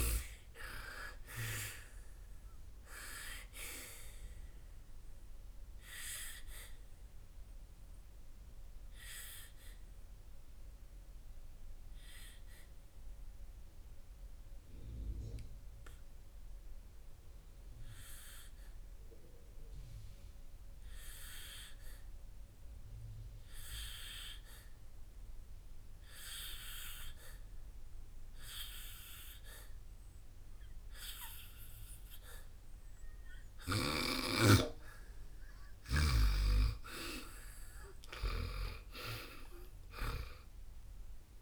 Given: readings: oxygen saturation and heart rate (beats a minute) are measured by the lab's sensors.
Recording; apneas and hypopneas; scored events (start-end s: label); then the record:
breathing in sleep by a room microphone; 1
0.00-1.50 s: arousal
0.00-26.00 s: oxygen desaturation (device-marked, oxygen 86% lowest, heart rate 55 extreme)
5.50-34.00 s: obstructive apnea (oxygen 99% before, 86% lowest, heart rate 66 before, 55 extreme, up 9 after)
36.00-41.42 s: oxygen desaturation (device-marked, oxygen 98% before, 86% lowest, heart rate 61 before, 55 extreme)
38.00-41.42 s: arousal
From the record:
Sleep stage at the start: N2 (light sleep); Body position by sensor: on the back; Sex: female